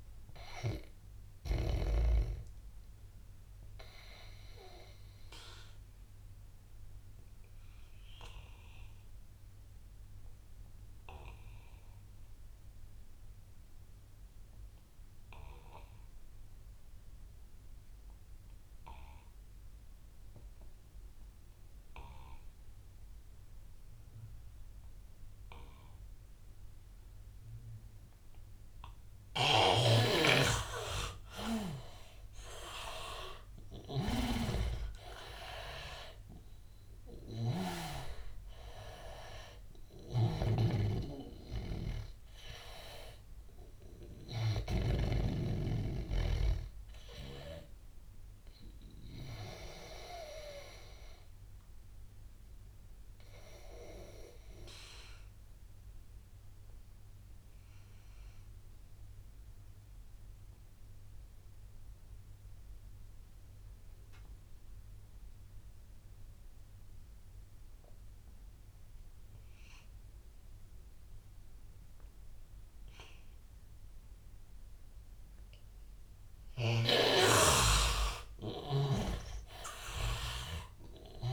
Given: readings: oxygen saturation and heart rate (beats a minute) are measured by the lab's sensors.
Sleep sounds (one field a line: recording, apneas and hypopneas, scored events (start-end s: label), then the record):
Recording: breathing in sleep by a room microphone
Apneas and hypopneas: 2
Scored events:
0.00-1.50 s: snoring (device-marked)
0.00-12.50 s: oxygen desaturation (device-marked, oxygen 75% lowest, heart rate 70 extreme)
2.00-29.00 s: obstructive apnea (oxygen 92% before, 75% lowest, heart rate 85 before, 77 extreme, up 15 after)
21.50-54.50 s: oxygen desaturation (device-marked, oxygen 99% before, 78% lowest, heart rate 84 before, 77 extreme)
29.00-45.00 s: snoring (device-marked)
31.00-35.00 s: arousal
49.00-76.00 s: obstructive apnea (oxygen 99% before, 78% lowest, heart rate 90 before, 77 extreme, up 10 after)
70.50-81.33 s: oxygen desaturation (device-marked, oxygen 99% before, 78% lowest, heart rate 86 before, 77 extreme)
76.50-81.33 s: snoring (device-marked)
78.00-81.33 s: arousal
From the record:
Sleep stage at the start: N2 (light sleep)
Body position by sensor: on the back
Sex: male